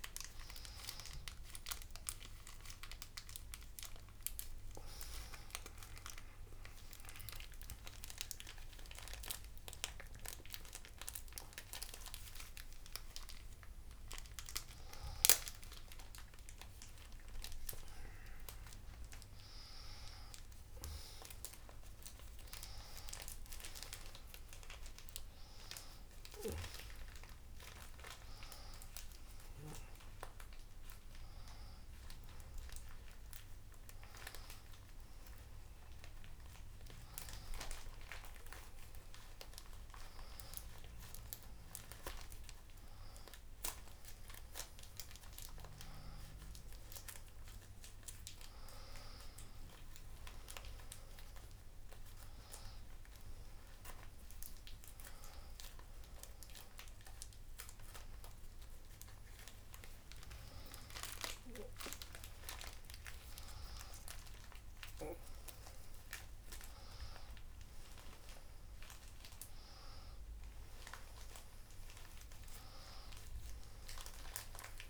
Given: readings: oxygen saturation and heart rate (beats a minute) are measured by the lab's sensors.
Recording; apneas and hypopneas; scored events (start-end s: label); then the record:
a person awake in a sleep study, by a room microphone; none
0.00-15.50 s: oxygen desaturation (device-marked, oxygen 95% lowest, heart rate 143 extreme)
From the record:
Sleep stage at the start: awake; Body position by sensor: on the back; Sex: female